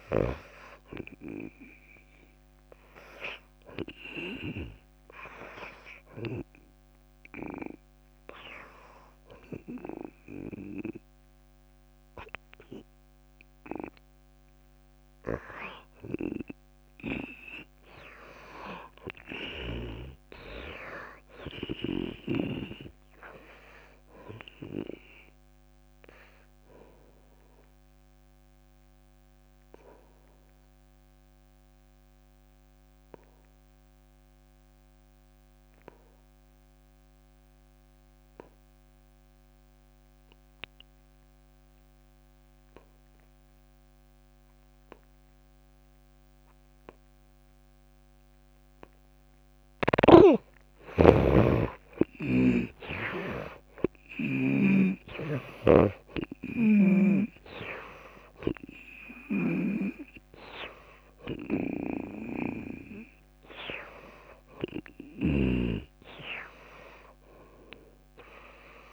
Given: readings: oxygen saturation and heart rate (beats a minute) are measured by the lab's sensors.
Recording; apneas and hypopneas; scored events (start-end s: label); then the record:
breathing in sleep by a microphone on the trachea; 2
0.00-1.00 s: snoring (device-marked)
5.00-16.00 s: oxygen desaturation (device-marked, oxygen 94% before, 84% lowest)
5.50-16.00 s: hypopnea (oxygen 97% before, 68% lowest)
18.50-23.00 s: arousal
28.50-49.00 s: obstructive apnea (oxygen 97% before, 68% lowest)
43.00-68.00 s: oxygen desaturation (device-marked, oxygen 96% before, 68% lowest)
52.00-56.50 s: arousal
55.00-66.00 s: snoring (device-marked)
From the record:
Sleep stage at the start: N2 (light sleep); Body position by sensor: on the back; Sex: female